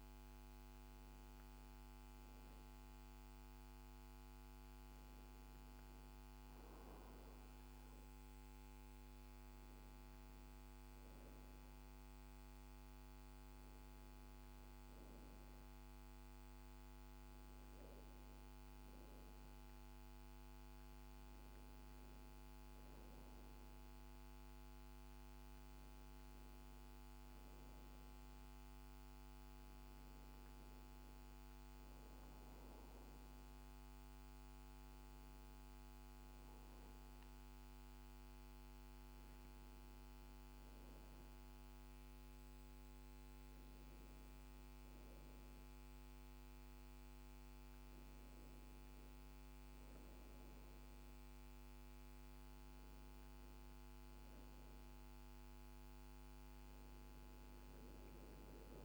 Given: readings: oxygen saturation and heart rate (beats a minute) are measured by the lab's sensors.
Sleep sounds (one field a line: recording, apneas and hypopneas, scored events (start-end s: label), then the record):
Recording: breathing in sleep, hard to hear, by a microphone on the trachea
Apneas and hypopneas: none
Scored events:
none scored
From the record:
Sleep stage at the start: N1 (lightest sleep)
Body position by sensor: on the back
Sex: female